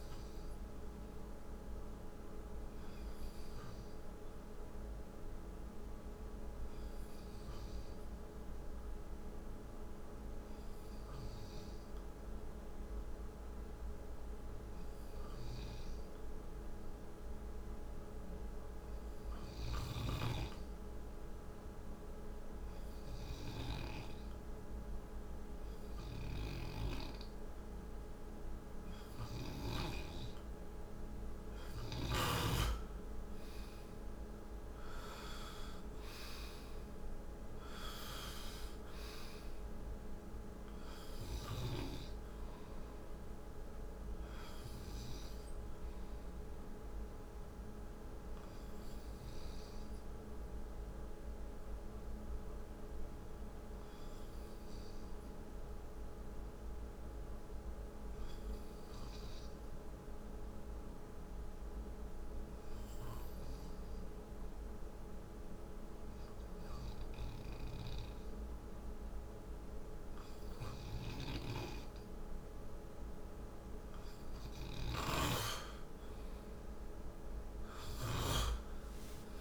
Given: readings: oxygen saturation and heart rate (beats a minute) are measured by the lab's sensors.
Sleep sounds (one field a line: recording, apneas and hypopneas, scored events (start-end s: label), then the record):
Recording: breathing in sleep by a room microphone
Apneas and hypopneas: 2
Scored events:
0.00-8.00 s: oxygen desaturation (device-marked, oxygen 91% lowest, heart rate 62 extreme)
2.50-29.50 s: obstructive apnea (oxygen 94% before, 89% lowest, heart rate 68 before, 59 extreme, up 5 after)
25.00-56.00 s: oxygen desaturation (device-marked, oxygen 96% before, 89% lowest, heart rate 65 before, 59 extreme)
33.50-37.50 s: arousal
44.00-73.00 s: obstructive apnea (oxygen 96% before, 89% lowest, heart rate 69 before, 59 extreme, up 4 after)
74.00-79.41 s: oxygen desaturation (device-marked, oxygen 96% before, 90% lowest, heart rate 66 before, 61 extreme)
74.50-78.00 s: snoring (device-marked)
76.00-79.41 s: arousal
From the record:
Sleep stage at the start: N2 (light sleep)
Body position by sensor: on the right side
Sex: male